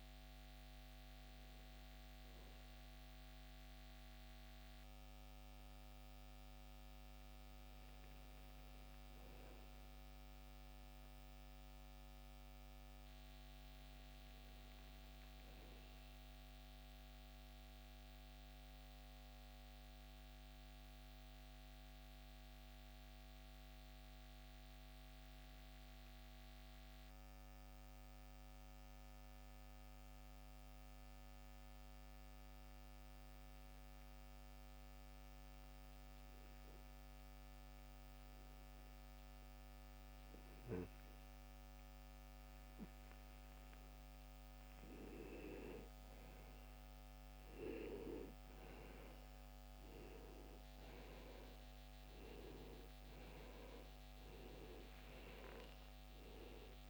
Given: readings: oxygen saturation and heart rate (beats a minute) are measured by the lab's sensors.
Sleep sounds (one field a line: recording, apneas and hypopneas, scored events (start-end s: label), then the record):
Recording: breathing in sleep, hard to hear, by a microphone on the trachea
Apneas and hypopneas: 1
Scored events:
0.00-1.00 s: arousal
0.00-25.00 s: oxygen desaturation (device-marked, oxygen 95% before, 81% lowest, heart rate 72 before, 55 extreme)
17.00-44.00 s: obstructive apnea (oxygen 95% before, 85% lowest, heart rate 73 before, 55 extreme, up 7 after)
45.50-51.00 s: arousal
53.00-56.90 s: oxygen desaturation (device-marked, oxygen 95% before, 85% lowest, heart rate 61 before, 55 extreme)
From the record:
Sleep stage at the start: N2 (light sleep)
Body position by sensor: on the back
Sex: male